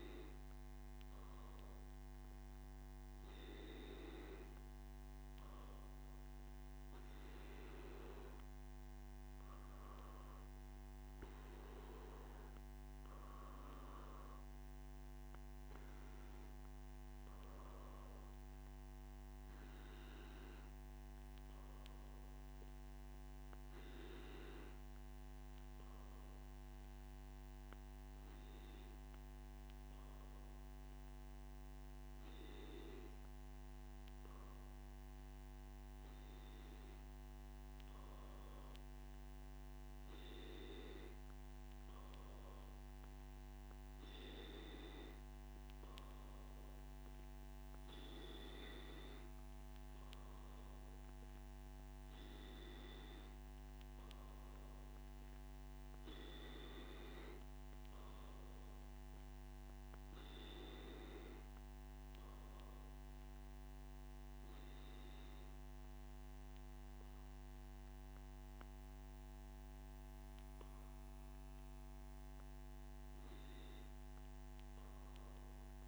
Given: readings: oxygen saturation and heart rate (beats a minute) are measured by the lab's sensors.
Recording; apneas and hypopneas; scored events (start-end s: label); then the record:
breathing in sleep by a microphone on the trachea; none
none scored
From the record:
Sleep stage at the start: N3 (deep sleep); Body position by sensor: on the back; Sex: male